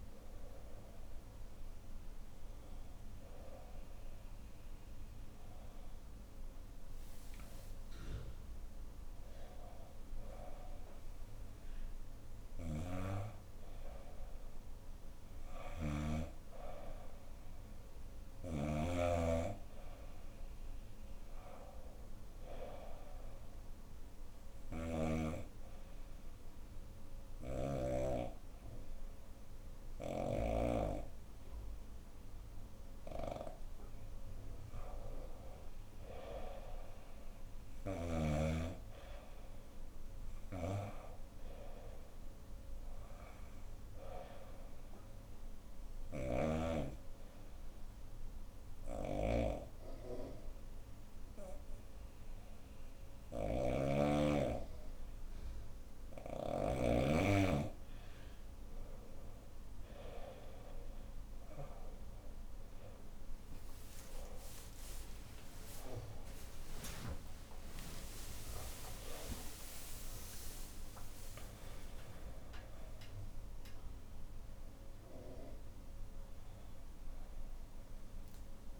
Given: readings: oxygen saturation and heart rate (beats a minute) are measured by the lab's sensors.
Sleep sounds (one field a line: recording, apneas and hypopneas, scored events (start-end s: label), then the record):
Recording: breathing in sleep by a room microphone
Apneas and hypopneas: 2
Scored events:
12.00-27.50 s: snoring (device-marked)
23.00-34.00 s: obstructive apnea (oxygen 97% before, 93% lowest, heart rate 75 before, 72 extreme, up 5 after)
36.50-39.50 s: arousal
40.00-56.50 s: snoring (device-marked)
45.50-57.00 s: obstructive apnea (oxygen 97% before, 93% lowest, heart rate 74 before, 74 extreme, up 24 after)
65.00-70.50 s: arousal
From the record:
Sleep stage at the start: N2 (light sleep)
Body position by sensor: on the right side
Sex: female